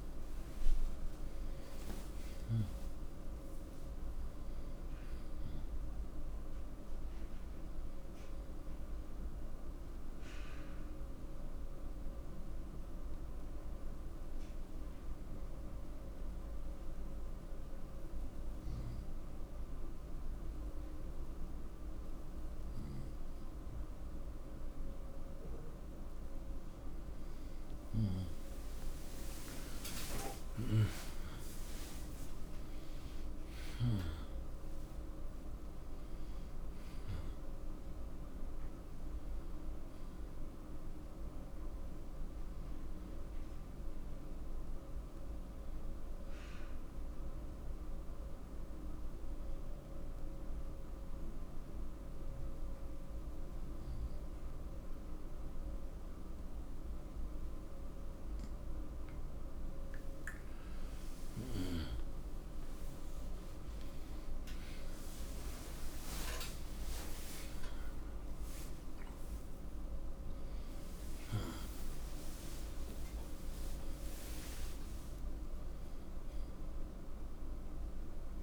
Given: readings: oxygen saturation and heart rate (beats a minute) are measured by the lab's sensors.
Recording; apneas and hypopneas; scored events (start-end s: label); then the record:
breathing in sleep, hard to hear, by a room microphone; 2
0.00-19.50 s: oxygen desaturation (device-marked, oxygen 87% lowest, heart rate 62 extreme)
8.50-24.50 s: obstructive apnea (oxygen 93% before, 87% lowest, heart rate 72 before, 62 extreme, up 38 after)
28.00-33.00 s: arousal
46.50-54.50 s: oxygen desaturation (device-marked, oxygen 92% before, 89% lowest, heart rate 79 before, 63 extreme)
46.50-60.00 s: obstructive apnea (oxygen 94% before, 89% lowest, heart rate 79 before, 63 extreme, up 28 after)
62.50-69.00 s: arousal
72.50-78.43 s: oxygen desaturation (device-marked, oxygen 94% before, 89% lowest, heart rate 71 before, 62 extreme)
From the record:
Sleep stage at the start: N2 (light sleep); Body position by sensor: on the right side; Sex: male